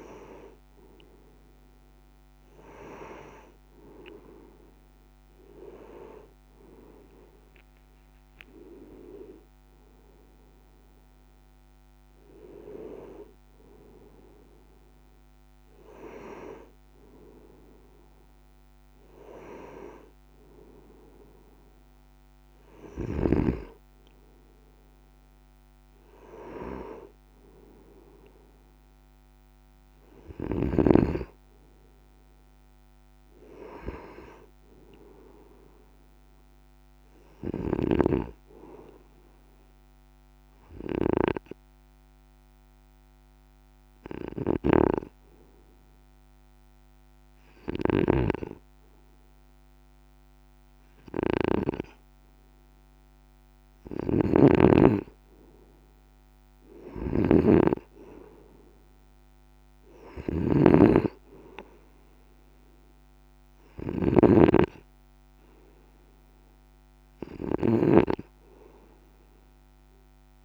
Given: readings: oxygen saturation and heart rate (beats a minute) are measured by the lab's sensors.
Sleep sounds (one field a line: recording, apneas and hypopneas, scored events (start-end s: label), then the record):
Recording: breathing in sleep by a microphone on the trachea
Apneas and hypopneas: 1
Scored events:
9.50-13.00 s: arousal
32.50-35.50 s: arousal
38.50-53.00 s: hypopnea (oxygen 97% before, 93% lowest, heart rate 59 before, 57 extreme, up 5 after)
44.50-48.00 s: snoring (device-marked)
54.00-70.45 s: snoring (device-marked)
55.50-58.50 s: arousal
From the record:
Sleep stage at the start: N2 (light sleep)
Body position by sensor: on the right side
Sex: male